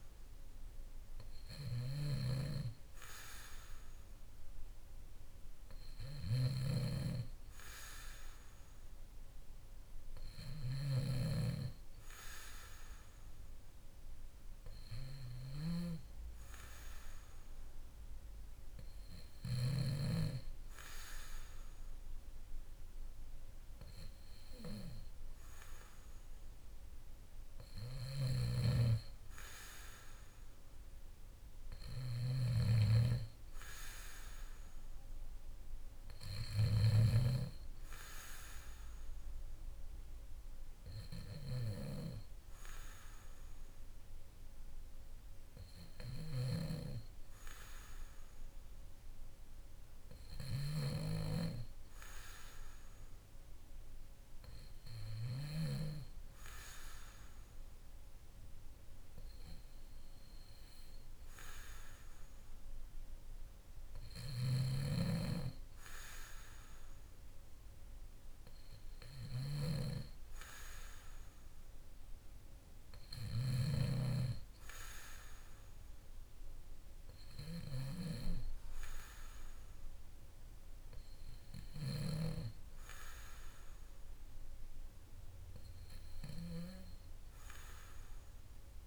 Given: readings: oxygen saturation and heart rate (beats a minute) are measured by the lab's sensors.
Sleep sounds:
breathing in sleep by a room microphone; none
0.00-20.00 s: snoring (device-marked)
28.00-37.00 s: snoring (device-marked)
50.50-56.00 s: snoring (device-marked)
64.50-74.00 s: snoring (device-marked)
From the record:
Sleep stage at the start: N2 (light sleep); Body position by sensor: on the back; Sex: male

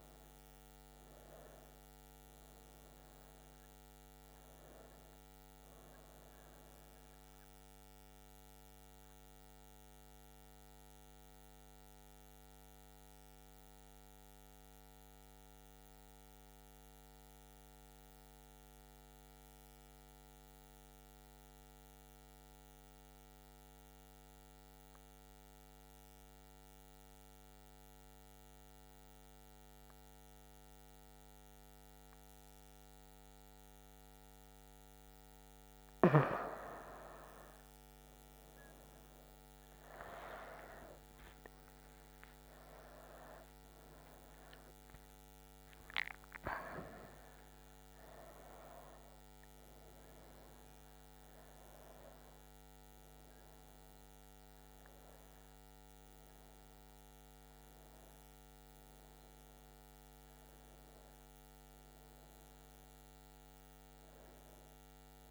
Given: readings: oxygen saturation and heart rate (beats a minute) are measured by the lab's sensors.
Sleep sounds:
breathing in sleep by a microphone on the trachea; 1
0.00-6.50 s: oxygen desaturation (device-marked, oxygen 94% lowest, heart rate 62 extreme)
9.00-34.00 s: central apnea (oxygen 98% before, 94% lowest, heart rate 73 before, 62 extreme, up 10 after)
37.50-55.50 s: oxygen desaturation (device-marked, oxygen 98% before, 94% lowest, heart rate 66 before, 63 extreme)
39.00-44.50 s: arousal
From the record:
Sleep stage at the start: N2 (light sleep); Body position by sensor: on the right side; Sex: female

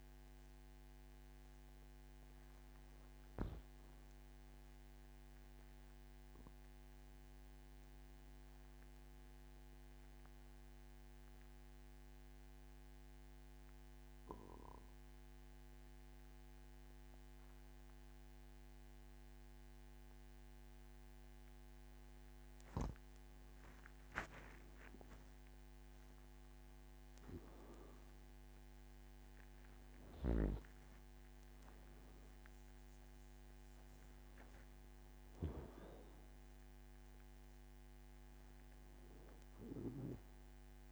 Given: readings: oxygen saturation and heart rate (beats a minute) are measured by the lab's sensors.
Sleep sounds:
breathing in sleep by a microphone on the trachea; 1
0.00-16.50 s: oxygen desaturation (device-marked, oxygen 82% lowest, heart rate 52 extreme)
5.00-22.00 s: obstructive apnea (oxygen 98% before, 82% lowest, heart rate 76 before, 50 extreme, up 12 after)
26.00-31.50 s: arousal
30.50-40.92 s: oxygen desaturation (device-marked, oxygen 99% before, 93% lowest, heart rate 57 before, 50 extreme)
32.00-34.00 s: long interval between heartbeats (device-marked, heart rate 58 before, 72 extreme)
From the record:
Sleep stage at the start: N2 (light sleep); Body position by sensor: on the back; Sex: male

